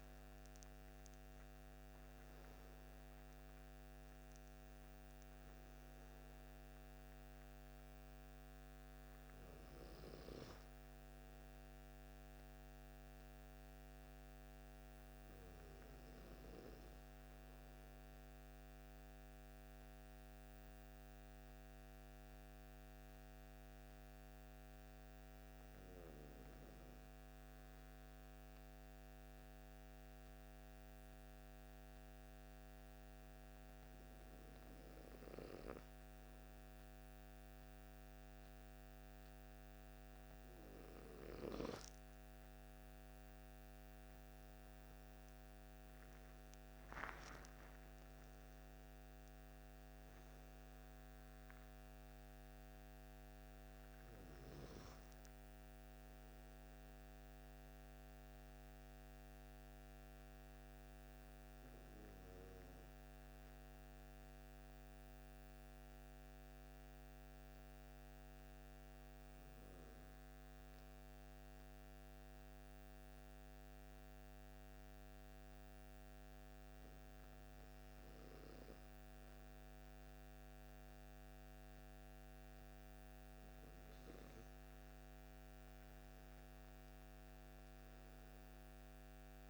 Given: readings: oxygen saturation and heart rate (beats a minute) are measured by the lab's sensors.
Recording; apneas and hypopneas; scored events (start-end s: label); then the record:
breathing in sleep, hard to hear, by a microphone on the trachea; 2
0.00-2.50 s: arousal
0.00-27.00 s: oxygen desaturation (device-marked, oxygen 90% lowest)
14.00-40.00 s: hypopnea (oxygen 97% before, 91% lowest)
42.00-46.50 s: arousal
43.00-55.00 s: oxygen desaturation (device-marked, oxygen 97% before, 93% lowest)
57.50-83.50 s: hypopnea (oxygen 98% before, 93% lowest)
86.00-89.50 s: oxygen desaturation (device-marked, oxygen 96% before, 93% lowest)
87.00-89.50 s: arousal
87.00-89.50 s: new sleep stage, REM sleep
From the record:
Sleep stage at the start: N2 (light sleep); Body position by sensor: on the right side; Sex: male